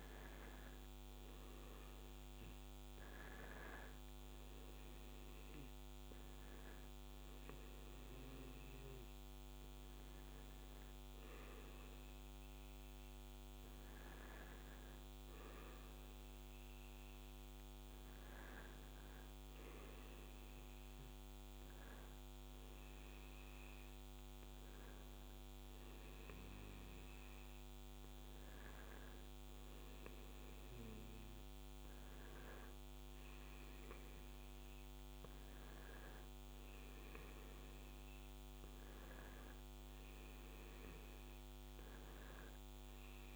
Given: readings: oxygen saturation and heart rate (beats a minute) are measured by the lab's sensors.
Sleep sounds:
breathing in sleep, hard to hear, by a microphone on the trachea; none
none scored
From the record:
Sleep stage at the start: N2 (light sleep); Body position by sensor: on the back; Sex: male

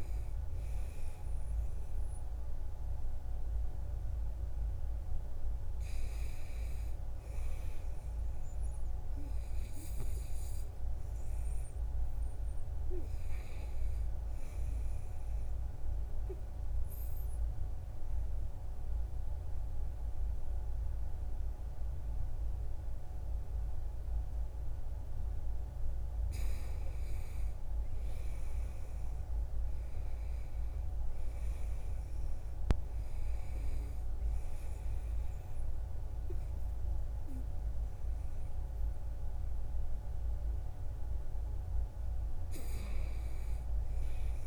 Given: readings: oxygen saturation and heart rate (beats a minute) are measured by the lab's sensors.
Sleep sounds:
breathing in sleep, hard to hear, by a room microphone; 1
5.50-11.50 s: oxygen desaturation (device-marked, oxygen 93% before, 90% lowest, heart rate 63 before, 61 extreme)
10.00-13.50 s: arousal
15.00-25.50 s: obstructive apnea (oxygen 93% before, 87% lowest, heart rate 63 before, 61 extreme, up 4 after)
28.50-32.00 s: arousal
31.50-44.47 s: oxygen desaturation (device-marked, oxygen 93% before, 87% lowest, heart rate 62 before, 59 extreme)
From the record:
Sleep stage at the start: N2 (light sleep); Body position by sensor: on the right side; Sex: male

